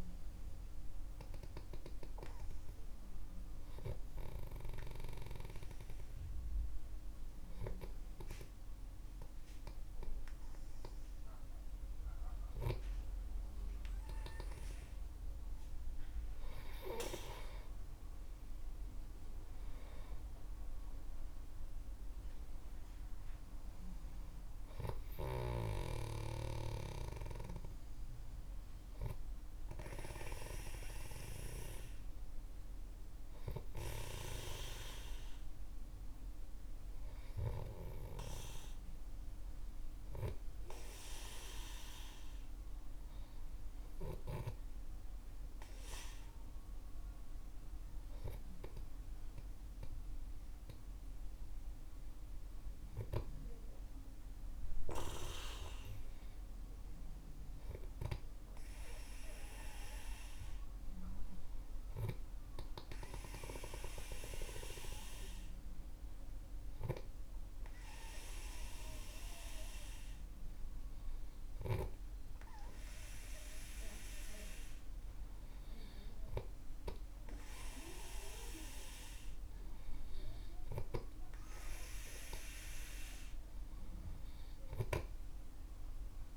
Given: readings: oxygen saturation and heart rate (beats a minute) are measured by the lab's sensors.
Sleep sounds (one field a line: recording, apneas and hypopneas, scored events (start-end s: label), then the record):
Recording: breathing in sleep by a room microphone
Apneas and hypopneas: none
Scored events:
19.00-23.50 s: arousal
From the record:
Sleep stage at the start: N2 (light sleep)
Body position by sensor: on the back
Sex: male